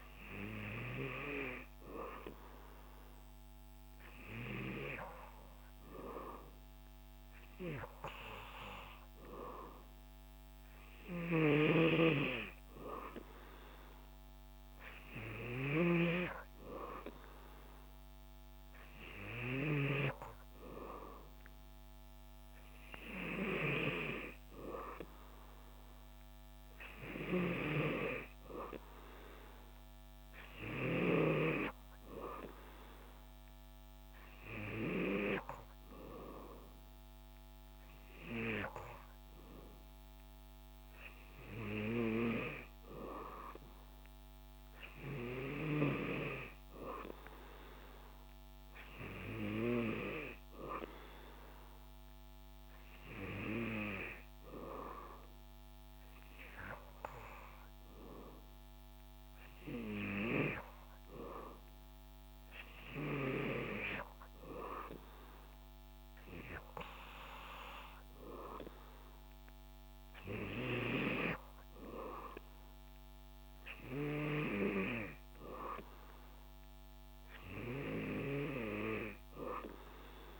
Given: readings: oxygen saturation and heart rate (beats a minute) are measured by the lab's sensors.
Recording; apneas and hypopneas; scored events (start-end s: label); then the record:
breathing in sleep by a microphone on the trachea; none
none scored
From the record:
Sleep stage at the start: N3 (deep sleep); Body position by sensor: on the back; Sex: male